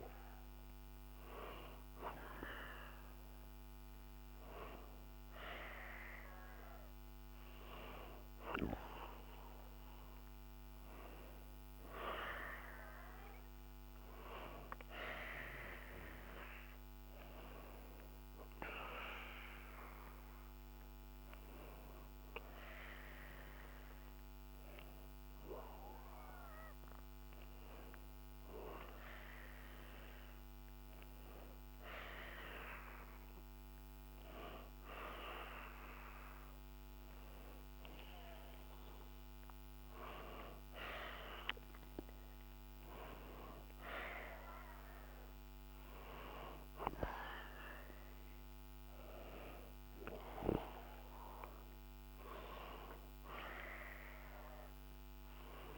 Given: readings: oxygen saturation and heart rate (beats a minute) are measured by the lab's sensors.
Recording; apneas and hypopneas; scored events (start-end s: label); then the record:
breathing in sleep by a microphone on the trachea; none
none scored
From the record:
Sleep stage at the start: N1 (lightest sleep); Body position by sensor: on the back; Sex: male